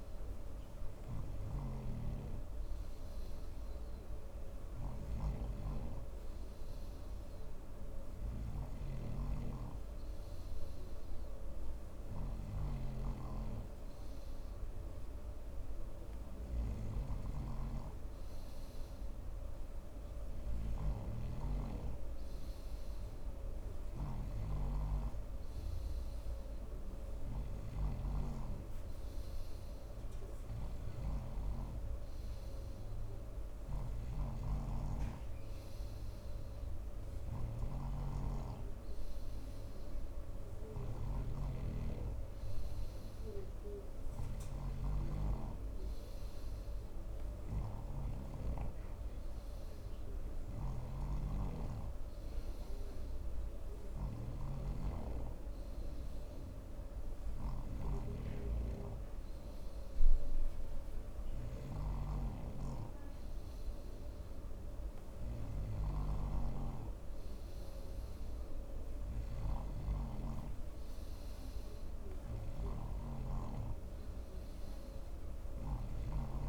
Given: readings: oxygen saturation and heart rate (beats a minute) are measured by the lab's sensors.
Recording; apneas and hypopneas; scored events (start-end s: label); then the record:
breathing in sleep by a room microphone; none
0.00-76.49 s: snoring (device-marked)
From the record:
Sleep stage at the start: N3 (deep sleep); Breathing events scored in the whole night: 169 in 4.5 hours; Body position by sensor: on the front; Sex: male